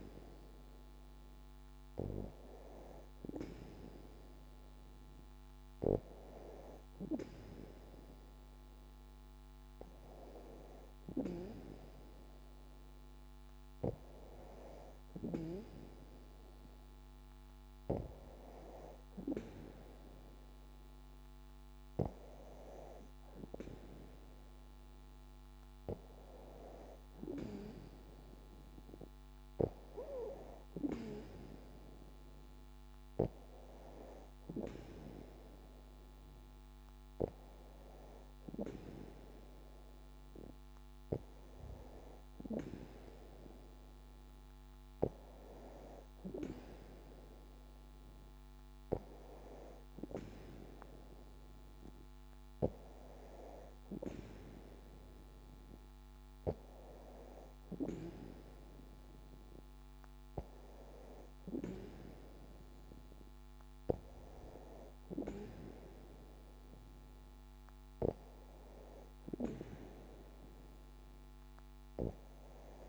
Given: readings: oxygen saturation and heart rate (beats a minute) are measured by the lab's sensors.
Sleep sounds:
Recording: breathing in sleep by a microphone on the trachea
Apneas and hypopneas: none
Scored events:
none scored
From the record:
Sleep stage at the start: N2 (light sleep)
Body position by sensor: on the back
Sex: female

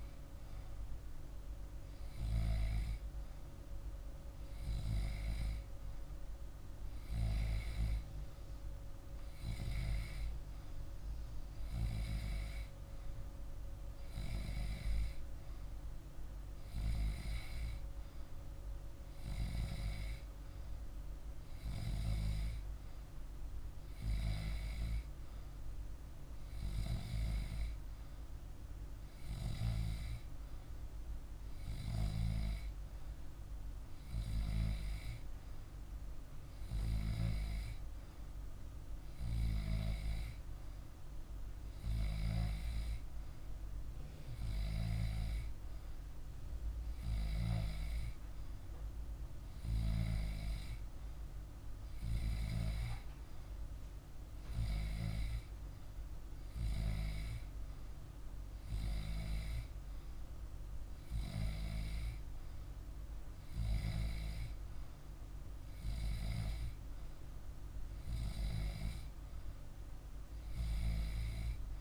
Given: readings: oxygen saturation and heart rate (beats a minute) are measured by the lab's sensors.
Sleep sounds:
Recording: breathing in sleep by a room microphone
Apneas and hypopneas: none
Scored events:
none scored
From the record:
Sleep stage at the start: N2 (light sleep)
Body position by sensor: on the back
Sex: male

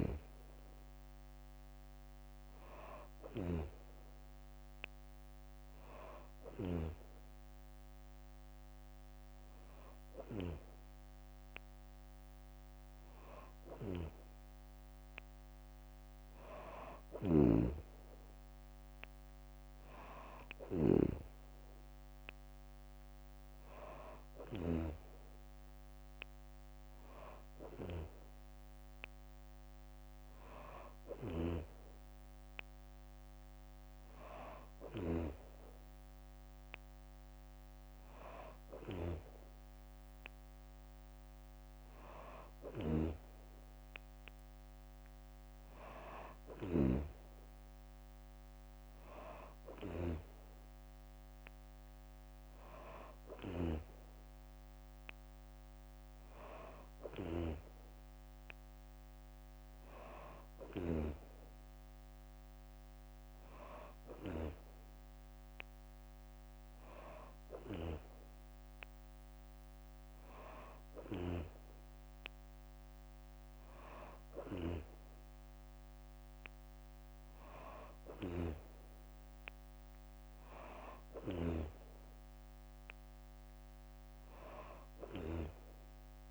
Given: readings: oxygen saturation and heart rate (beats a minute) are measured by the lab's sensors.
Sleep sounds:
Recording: breathing in sleep by a microphone on the trachea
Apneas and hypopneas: none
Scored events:
0.00-6.50 s: snoring (device-marked)
6.50-86.31 s: new sleep stage, N3 (deep sleep)
16.50-24.50 s: snoring (device-marked)
42.50-46.50 s: snoring (device-marked)
From the record:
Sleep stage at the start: N2 (light sleep)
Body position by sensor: on the back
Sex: female

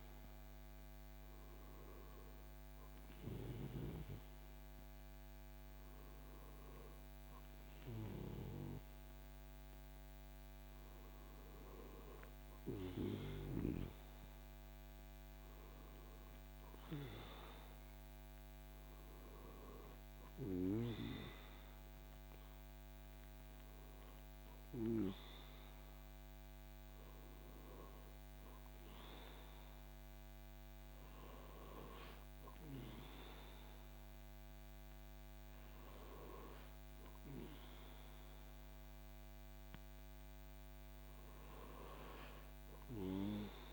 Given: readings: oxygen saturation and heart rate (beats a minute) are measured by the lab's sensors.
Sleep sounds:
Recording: breathing in sleep by a microphone on the trachea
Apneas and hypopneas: none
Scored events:
none scored
From the record:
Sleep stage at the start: N2 (light sleep)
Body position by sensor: on the back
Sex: male

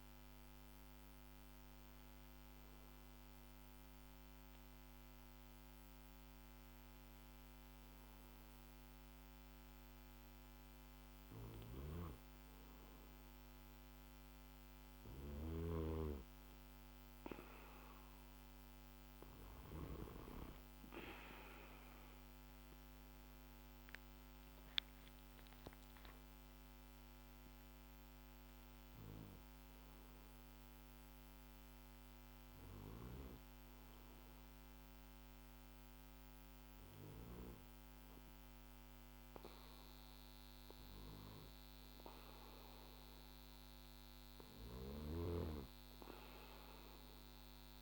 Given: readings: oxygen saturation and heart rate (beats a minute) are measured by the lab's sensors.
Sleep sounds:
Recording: a person awake in a sleep study, by a microphone on the trachea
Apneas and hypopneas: none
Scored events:
4.00-47.82 s: new sleep stage, awake
From the record:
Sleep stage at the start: N2 (light sleep)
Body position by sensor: on the back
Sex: male

